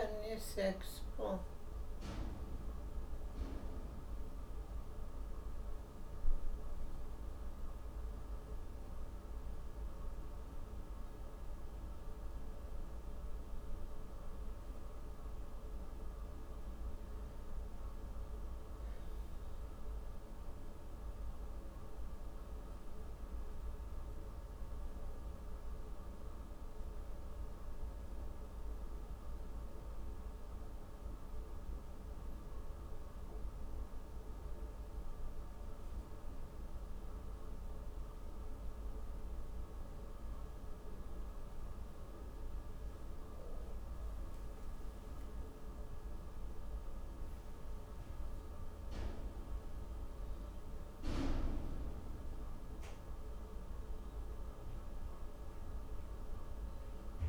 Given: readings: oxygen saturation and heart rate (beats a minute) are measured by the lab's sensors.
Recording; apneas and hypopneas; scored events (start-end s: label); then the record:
breathing in sleep, hard to hear, by a room microphone; none
44.00-48.00 s: arousal
From the record:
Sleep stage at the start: N1 (lightest sleep); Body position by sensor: on the back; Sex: female